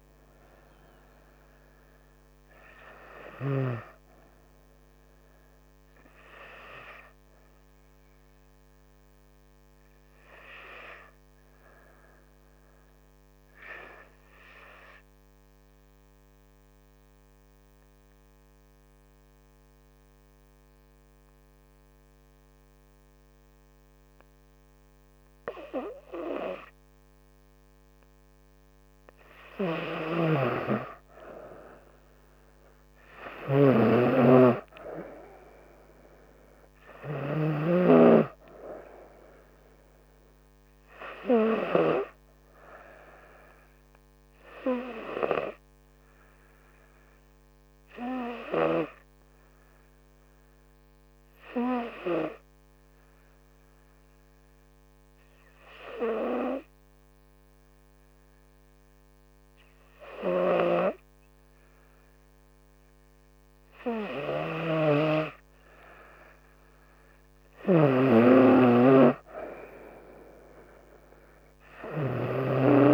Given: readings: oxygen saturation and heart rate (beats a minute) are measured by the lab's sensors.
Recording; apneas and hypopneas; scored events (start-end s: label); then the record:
breathing in sleep by a microphone on the trachea; 2
15.50-28.50 s: obstructive apnea (oxygen 98% before, 93% lowest, heart rate 74 before, 66 extreme, up 6 after)
31.00-54.00 s: oxygen desaturation (device-marked, oxygen 98% before, 93% lowest, heart rate 66 before, 68 extreme)
31.50-35.50 s: arousal
45.00-64.50 s: hypopnea (oxygen 98% before, 93% lowest, heart rate 70 before, 66 extreme, up 3 after)
66.00-68.50 s: arousal
From the record:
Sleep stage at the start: N2 (light sleep); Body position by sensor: on the right side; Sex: female